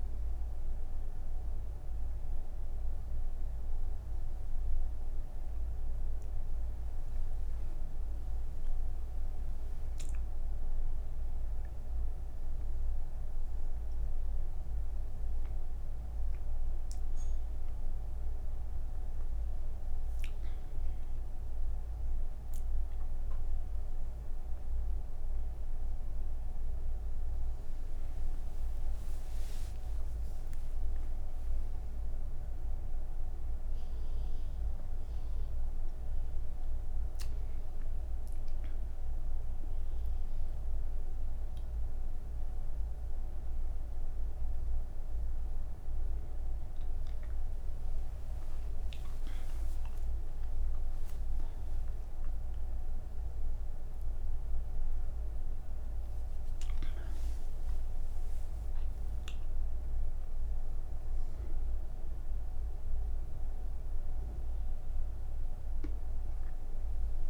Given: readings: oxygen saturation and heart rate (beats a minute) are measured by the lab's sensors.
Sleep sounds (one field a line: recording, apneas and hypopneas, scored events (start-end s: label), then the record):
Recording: breathing in sleep, hard to hear, by a room microphone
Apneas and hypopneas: none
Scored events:
none scored
From the record:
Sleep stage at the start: N2 (light sleep)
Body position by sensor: on the right side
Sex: female